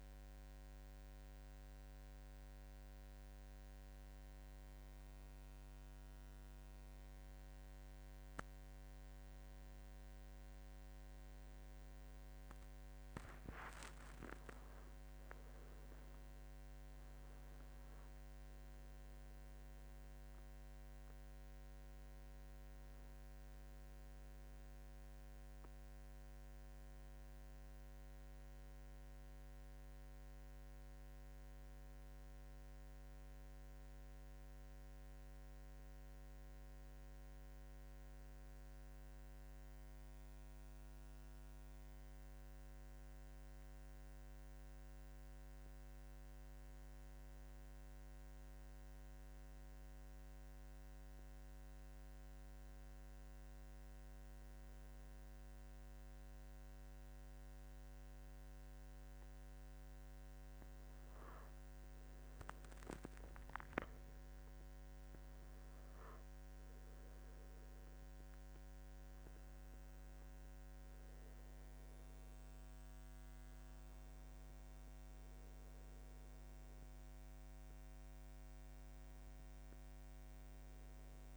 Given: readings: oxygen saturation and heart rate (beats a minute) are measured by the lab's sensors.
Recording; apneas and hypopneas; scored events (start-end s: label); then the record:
breathing in sleep, hard to hear, by a microphone on the trachea; none
13.00-16.50 s: arousal
58.50-81.37 s: new sleep stage, N2 (light sleep)
From the record:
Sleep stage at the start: N1 (lightest sleep); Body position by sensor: on the right side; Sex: male